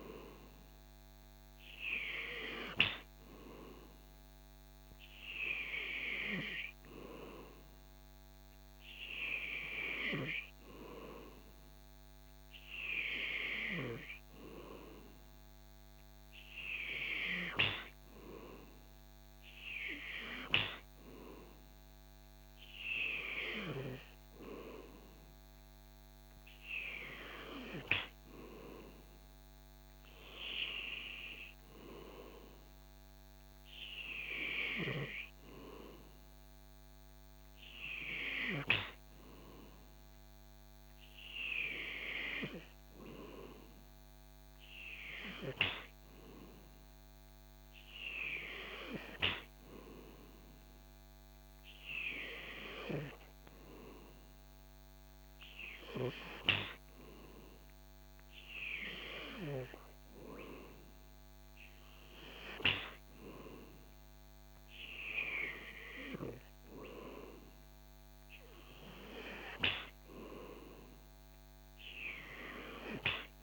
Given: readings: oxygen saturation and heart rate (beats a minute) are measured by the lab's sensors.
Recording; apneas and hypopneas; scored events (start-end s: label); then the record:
breathing in sleep by a microphone on the trachea; none
none scored
From the record:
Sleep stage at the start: N2 (light sleep); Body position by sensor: on the back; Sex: male